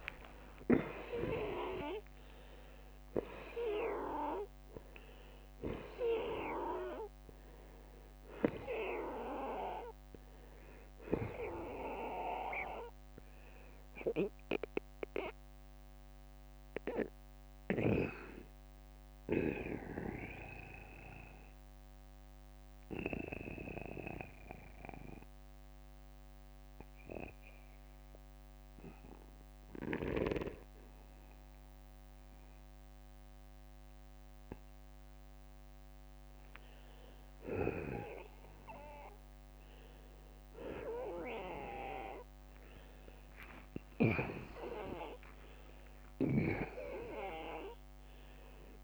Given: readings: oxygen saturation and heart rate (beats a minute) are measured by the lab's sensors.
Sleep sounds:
breathing in sleep by a microphone on the trachea; 1
0.00-1.00 s: tachycardia (device-marked, heart rate 108 extreme)
0.00-4.00 s: arousal
0.00-6.00 s: oxygen desaturation (device-marked, oxygen 92% lowest, heart rate 57 extreme)
8.00-14.00 s: oxygen desaturation (device-marked, oxygen 94% before, 91% lowest, heart rate 70 before, 57 extreme)
14.00-36.00 s: hypopnea (oxygen 96% before, 82% lowest, heart rate 77 before, 46 extreme, up 4 after)
20.00-39.00 s: oxygen desaturation (device-marked, oxygen 92% before, 82% lowest, heart rate 78 before, 46 extreme)
36.50-38.50 s: long interval between heartbeats (device-marked, heart rate 61 before, 62 extreme)
40.00-45.50 s: arousal
44.00-46.00 s: long interval between heartbeats (device-marked, heart rate 59 before, 72 extreme)
From the record:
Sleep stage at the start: N2 (light sleep); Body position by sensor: on the back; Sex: male

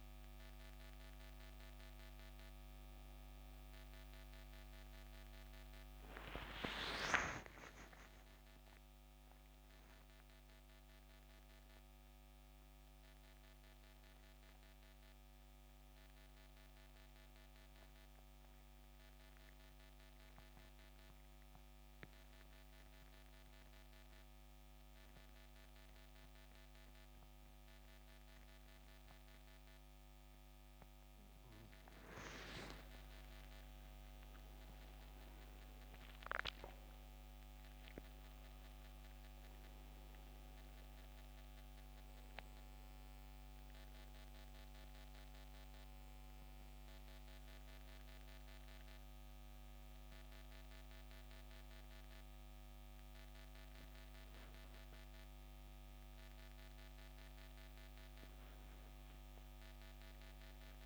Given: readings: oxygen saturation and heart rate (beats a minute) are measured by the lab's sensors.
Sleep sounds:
breathing in sleep by a microphone on the trachea; 1
0.00-7.00 s: oxygen desaturation (device-marked, oxygen 88% lowest, heart rate 64 extreme)
5.50-10.50 s: arousal
16.50-30.00 s: central apnea (oxygen 95% before, 87% lowest, heart rate 72 before, 64 extreme, up 15 after)
28.00-60.86 s: oxygen desaturation (device-marked, oxygen 95% before, 87% lowest, heart rate 69 before, 67 extreme)
29.00-60.86 s: new sleep stage, REM sleep
32.50-37.00 s: arousal
From the record:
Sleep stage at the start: N2 (light sleep); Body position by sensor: on the back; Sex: male

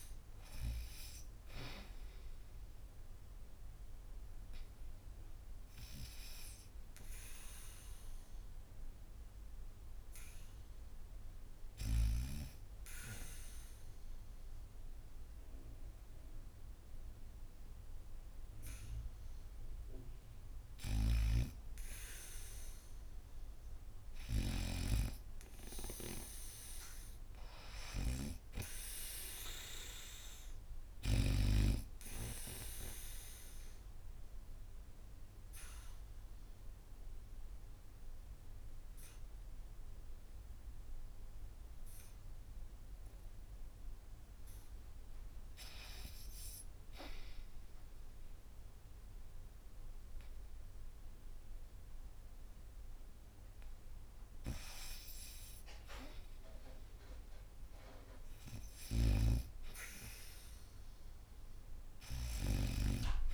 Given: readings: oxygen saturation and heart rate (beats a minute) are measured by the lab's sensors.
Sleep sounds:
breathing in sleep by a room microphone; 2
0.00-13.50 s: oxygen desaturation (device-marked, oxygen 81% lowest, heart rate 74 extreme)
6.50-20.00 s: hypopnea (oxygen 99% before, 81% lowest, heart rate 81 before, 74 extreme, up 0 after)
23.50-27.50 s: arousal
29.50-45.50 s: oxygen desaturation (device-marked, oxygen 95% before, 85% lowest, heart rate 75 before, 74 extreme)
31.50-44.50 s: obstructive apnea (oxygen 96% before, 85% lowest, heart rate 75 before, 74 extreme, up 0 after)
45.50-63.33 s: new sleep stage, REM sleep
56.50-63.33 s: oxygen desaturation (device-marked, oxygen 96% before, 86% lowest, heart rate 77 before, 74 extreme)
From the record:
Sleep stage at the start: N2 (light sleep); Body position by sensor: on the back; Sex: female

